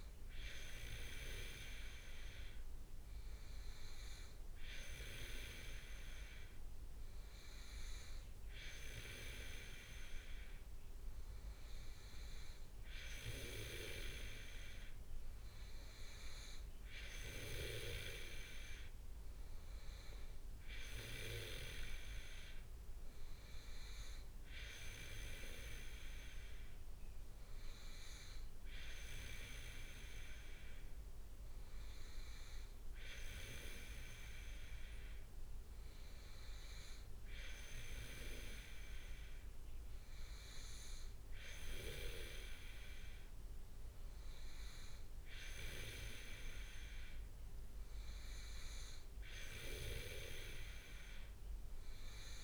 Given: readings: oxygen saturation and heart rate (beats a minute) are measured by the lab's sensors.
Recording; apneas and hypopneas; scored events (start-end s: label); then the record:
breathing in sleep by a room microphone; none
none scored
From the record:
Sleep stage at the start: N2 (light sleep); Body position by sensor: on the back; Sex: male